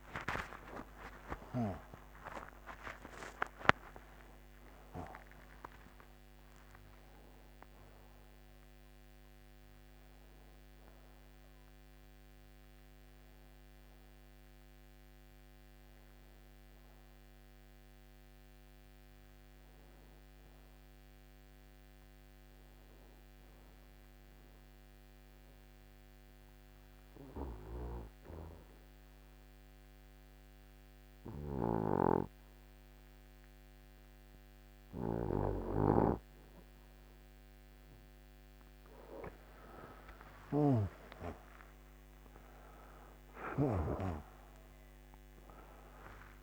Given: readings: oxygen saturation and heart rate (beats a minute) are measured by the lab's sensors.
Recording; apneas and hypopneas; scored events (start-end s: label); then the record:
breathing in sleep by a microphone on the trachea; 1
0.00-1.50 s: arousal
0.00-2.00 s: oxygen desaturation (device-marked, oxygen 91% lowest, heart rate 62 extreme)
9.00-18.00 s: oxygen desaturation (device-marked, oxygen 92% before, 89% lowest, heart rate 67 before, 62 extreme)
21.50-38.50 s: obstructive apnea (oxygen 95% before, 91% lowest, heart rate 68 before, 46 extreme, up 14 after)
34.00-46.43 s: oxygen desaturation (device-marked, oxygen 95% before, 91% lowest, heart rate 64 before, 46 extreme)
41.50-46.00 s: arousal
From the record:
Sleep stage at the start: N2 (light sleep); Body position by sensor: on the right side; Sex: male